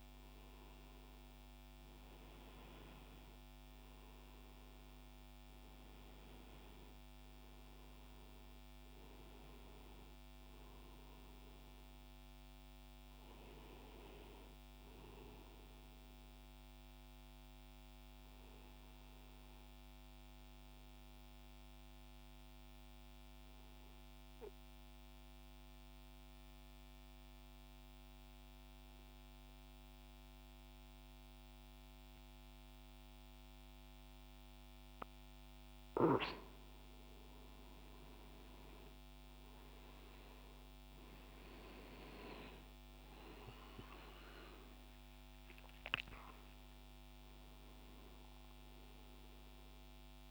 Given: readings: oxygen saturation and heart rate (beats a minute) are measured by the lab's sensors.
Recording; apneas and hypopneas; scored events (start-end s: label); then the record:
breathing in sleep, hard to hear, by a microphone on the trachea; 1
0.00-1.00 s: arousal
15.50-36.00 s: obstructive apnea (oxygen 96% before, 90% lowest, heart rate 71 before, 67 extreme, up 2 after)
33.50-50.31 s: oxygen desaturation (device-marked, oxygen 96% before, 90% lowest, heart rate 68 before, 65 extreme)
43.00-47.00 s: arousal
From the record:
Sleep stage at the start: N2 (light sleep); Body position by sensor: on the back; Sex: male